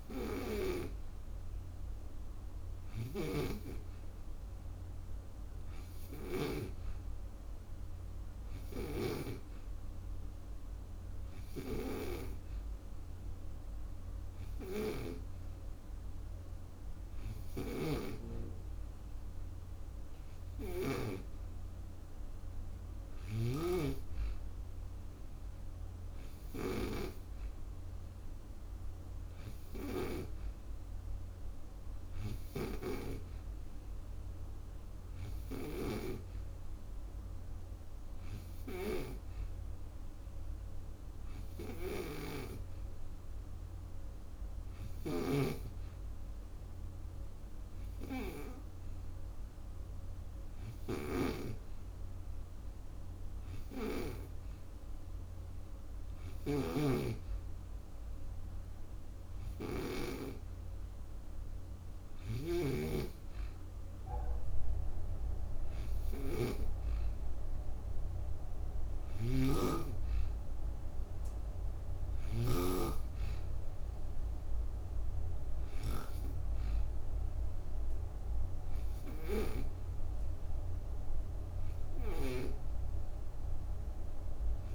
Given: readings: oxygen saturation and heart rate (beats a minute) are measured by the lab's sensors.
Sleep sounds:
breathing in sleep by a room microphone; none
2.50-9.00 s: snoring (device-marked)
17.00-23.50 s: snoring (device-marked)
44.50-62.50 s: snoring (device-marked)
68.50-72.50 s: snoring (device-marked)
From the record:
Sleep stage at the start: N2 (light sleep); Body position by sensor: on the back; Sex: female

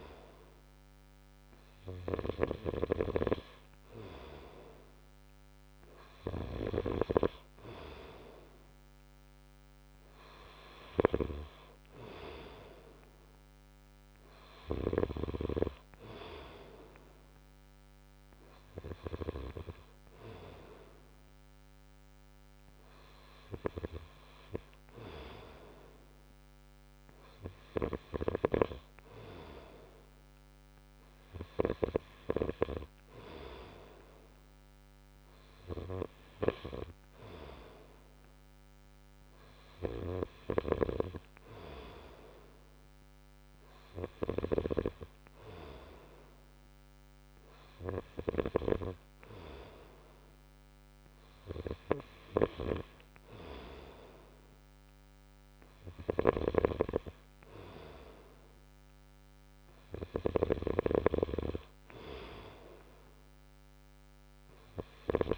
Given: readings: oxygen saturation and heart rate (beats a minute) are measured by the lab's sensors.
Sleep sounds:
breathing in sleep by a microphone on the trachea; none
2.00-7.00 s: snoring (device-marked)
40.50-45.00 s: snoring (device-marked)
56.00-60.50 s: snoring (device-marked)
From the record:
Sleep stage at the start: N2 (light sleep); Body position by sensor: on the right side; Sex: male

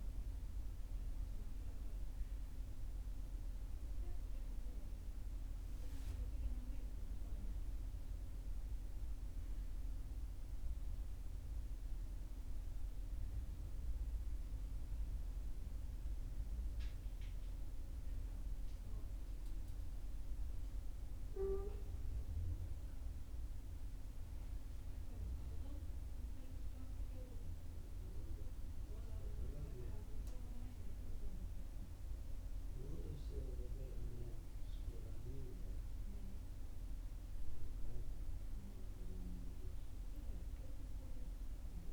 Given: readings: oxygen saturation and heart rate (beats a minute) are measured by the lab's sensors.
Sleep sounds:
breathing in sleep by a room microphone; none
none scored
From the record:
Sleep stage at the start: N1 (lightest sleep); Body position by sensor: on the back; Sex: male

